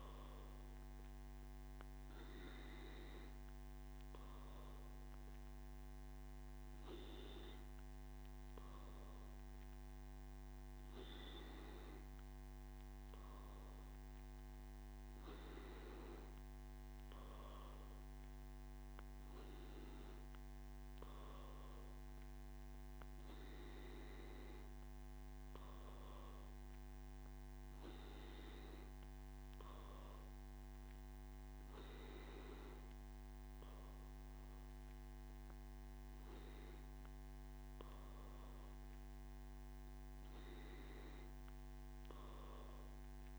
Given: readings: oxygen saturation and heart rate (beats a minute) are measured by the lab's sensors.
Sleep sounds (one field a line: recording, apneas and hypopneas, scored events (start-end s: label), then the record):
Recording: breathing in sleep by a microphone on the trachea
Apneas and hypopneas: none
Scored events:
none scored
From the record:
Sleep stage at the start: N1 (lightest sleep)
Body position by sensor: on the back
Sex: male